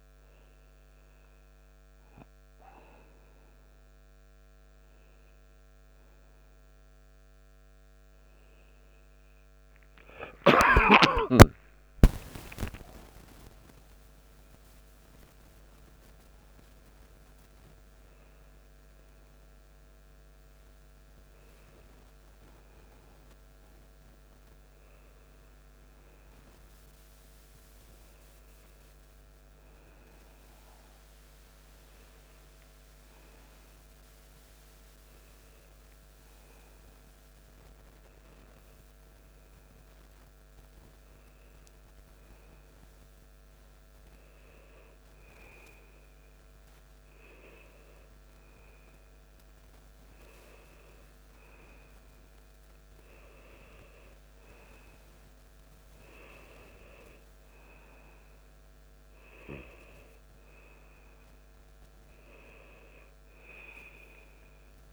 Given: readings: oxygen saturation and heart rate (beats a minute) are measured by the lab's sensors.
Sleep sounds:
a person awake in a sleep study, by a microphone on the trachea; none
none scored
From the record:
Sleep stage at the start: awake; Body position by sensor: on the back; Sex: male

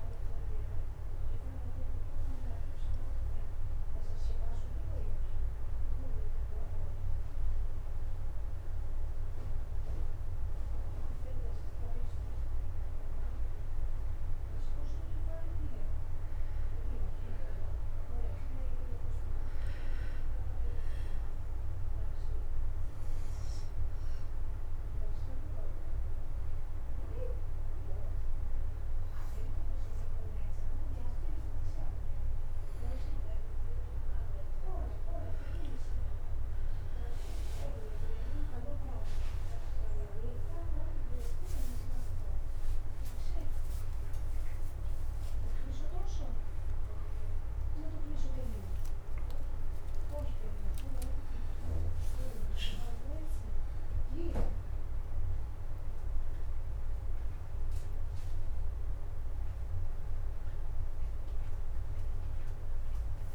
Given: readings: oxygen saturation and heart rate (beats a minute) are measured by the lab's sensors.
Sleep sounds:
breathing in sleep by a room microphone; 1
6.50-63.35 s: new sleep stage, N2 (light sleep)
23.00-33.50 s: hypopnea (oxygen 98% before, 90% lowest, heart rate 176 before, 161 extreme, up 25 after)
24.50-33.50 s: oxygen desaturation (device-marked, oxygen 97% before, 91% lowest, heart rate 179 before, 161 extreme)
35.50-52.50 s: oxygen desaturation (device-marked, oxygen 96% before, 90% lowest, heart rate 184 before, 161 extreme)
37.00-41.50 s: arousal
From the record:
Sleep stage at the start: N1 (lightest sleep); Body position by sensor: on the back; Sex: male

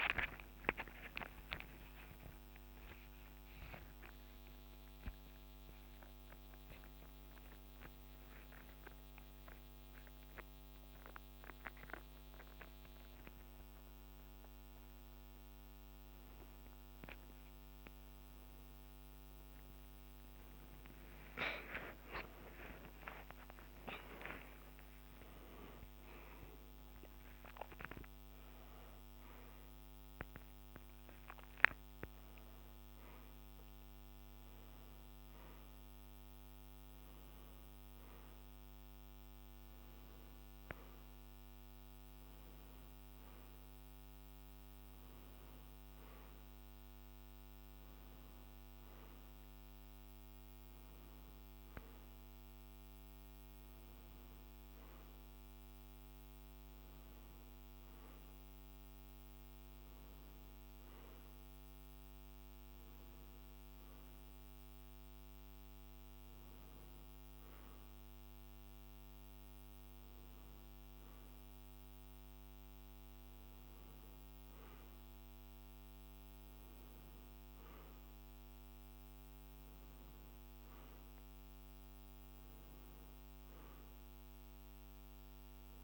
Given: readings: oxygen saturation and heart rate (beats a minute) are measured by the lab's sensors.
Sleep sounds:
a person awake in a sleep study, by a microphone on the trachea; none
25.00-41.00 s: oxygen desaturation (device-marked, oxygen 97% before, 94% lowest, heart rate 70 before, 65 extreme)
From the record:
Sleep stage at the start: awake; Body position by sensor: on the right side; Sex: male

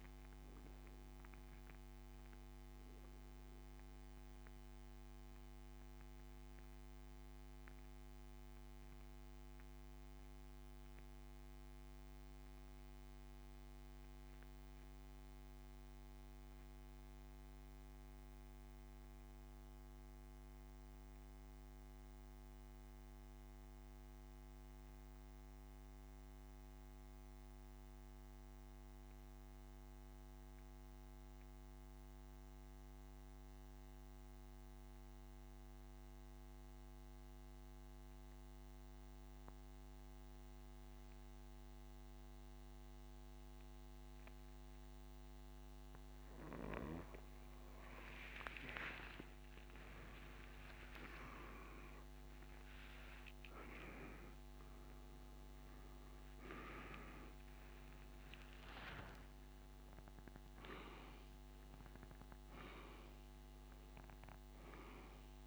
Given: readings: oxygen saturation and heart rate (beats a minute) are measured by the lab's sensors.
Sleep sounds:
breathing in sleep by a microphone on the trachea; 1
4.50-46.00 s: central apnea (oxygen 98% before, 86% lowest, heart rate 99 before, 35 extreme, up 41 after)
13.50-21.50 s: oxygen desaturation (device-marked, oxygen 95% before, 92% lowest, heart rate 83 before, 42 extreme)
23.50-34.50 s: oxygen desaturation (device-marked, oxygen 94% before, 87% lowest, heart rate 68 before, 35 extreme)
49.50-55.50 s: arousal
55.50-65.47 s: oxygen desaturation (device-marked, oxygen 97% before, 92% lowest, heart rate 56 before, 36 extreme)
From the record:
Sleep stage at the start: N2 (light sleep); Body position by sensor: on the back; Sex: male

